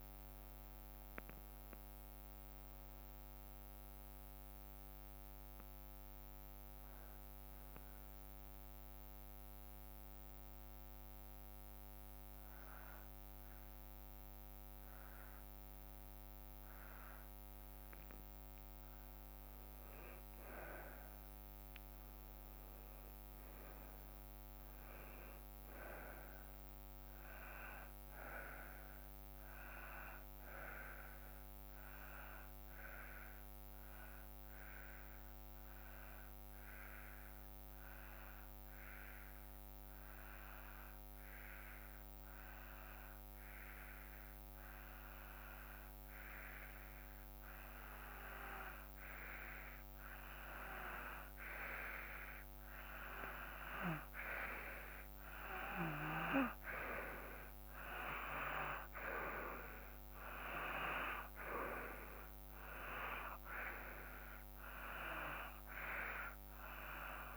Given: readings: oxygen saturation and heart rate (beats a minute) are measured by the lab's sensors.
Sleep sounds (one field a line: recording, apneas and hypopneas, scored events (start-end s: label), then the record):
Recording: breathing in sleep by a microphone on the trachea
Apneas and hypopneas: 2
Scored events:
0.00-9.50 s: drop in pulse transit time (device-marked, heart rate 55 extreme)
0.00-20.50 s: oxygen desaturation (device-marked, oxygen 89% lowest, heart rate 53 extreme)
9.00-19.00 s: obstructive apnea (oxygen 95% before, 89% lowest, heart rate 59 before, 53 extreme, up 6 after)
23.00-27.50 s: arousal
28.50-40.50 s: oxygen desaturation (device-marked, oxygen 96% before, 91% lowest, heart rate 56 before, 56 extreme)
34.50-51.00 s: hypopnea (oxygen 96% before, 91% lowest, heart rate 57 before, 56 extreme, up 4 after)
51.50-67.37 s: oxygen desaturation (device-marked, oxygen 96% before, 91% lowest, heart rate 57 before, 56 extreme)
54.50-59.50 s: arousal
From the record:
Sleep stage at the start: N2 (light sleep)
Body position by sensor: on the back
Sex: male